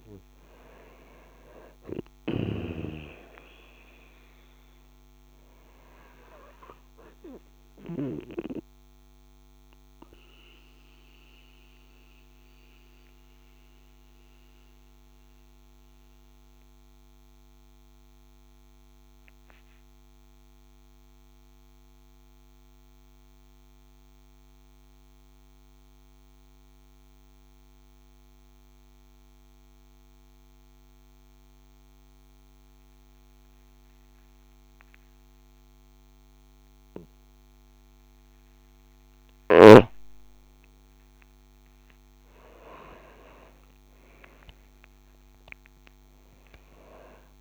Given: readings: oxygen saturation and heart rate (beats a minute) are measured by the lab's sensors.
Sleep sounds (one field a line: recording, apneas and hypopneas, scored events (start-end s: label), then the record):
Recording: breathing in sleep by a microphone on the trachea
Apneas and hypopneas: 1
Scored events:
0.00-21.50 s: oxygen desaturation (device-marked, oxygen 91% lowest)
9.00-38.00 s: mixed apnea (oxygen 96% before, 91% lowest)
39.50-44.50 s: arousal
40.50-47.41 s: oxygen desaturation (device-marked, oxygen 96% before, 92% lowest)
41.00-43.00 s: long interval between heartbeats (device-marked)
From the record:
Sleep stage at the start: N2 (light sleep)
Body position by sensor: on the back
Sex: female